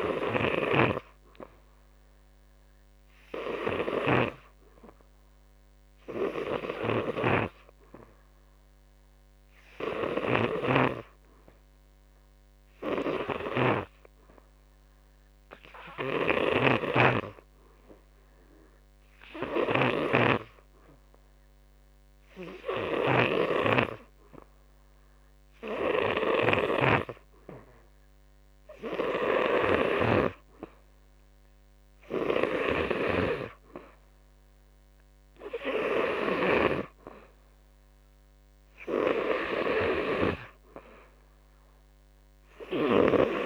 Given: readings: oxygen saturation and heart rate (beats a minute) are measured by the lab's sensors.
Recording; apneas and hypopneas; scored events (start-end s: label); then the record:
breathing in sleep by a microphone on the trachea; none
0.00-26.50 s: snoring (device-marked)
25.50-38.50 s: oxygen desaturation (device-marked, oxygen 89% before, 86% lowest, heart rate 65 before, 60 extreme)
36.00-40.00 s: snoring (device-marked)
From the record:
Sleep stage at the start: N2 (light sleep); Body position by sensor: on the back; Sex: male